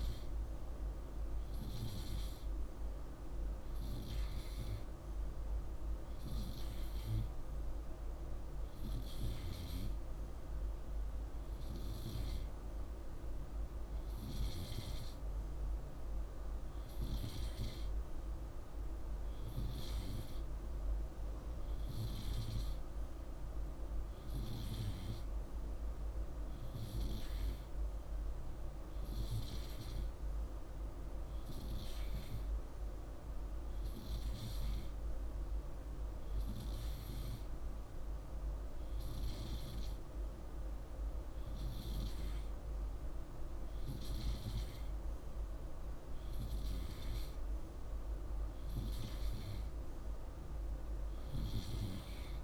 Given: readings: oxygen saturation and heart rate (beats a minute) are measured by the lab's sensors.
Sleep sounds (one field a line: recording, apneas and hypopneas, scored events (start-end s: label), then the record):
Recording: breathing in sleep, hard to hear, by a room microphone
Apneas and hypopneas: none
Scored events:
none scored
From the record:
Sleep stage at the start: N2 (light sleep)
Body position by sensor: on the right side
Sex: male